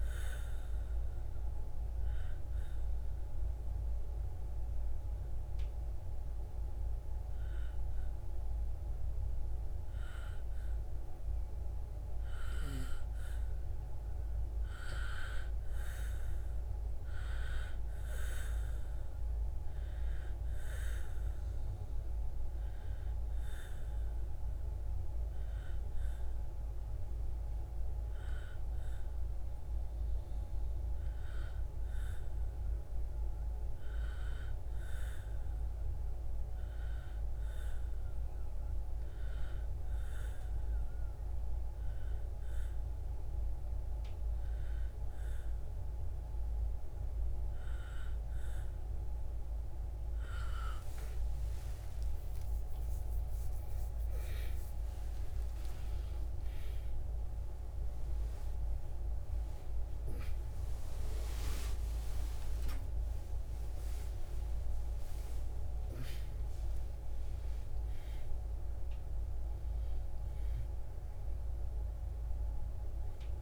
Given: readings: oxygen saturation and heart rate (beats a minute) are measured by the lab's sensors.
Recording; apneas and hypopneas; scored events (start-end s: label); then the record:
breathing in sleep by a room microphone; 2
0.00-8.00 s: oxygen desaturation (device-marked, oxygen 97% before, 91% lowest, heart rate 65 before, 66 extreme)
1.00-13.50 s: obstructive apnea (oxygen 97% before, 91% lowest, heart rate 65 before, 66 extreme, up 4 after)
15.50-19.50 s: arousal
18.00-31.00 s: oxygen desaturation (device-marked, oxygen 97% before, 91% lowest, heart rate 69 before, 67 extreme)
40.00-50.00 s: obstructive apnea (oxygen 97% before, 91% lowest, heart rate 69 before, 68 extreme)
51.50-55.00 s: arousal
From the record:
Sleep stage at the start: N1 (lightest sleep); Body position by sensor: on the back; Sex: female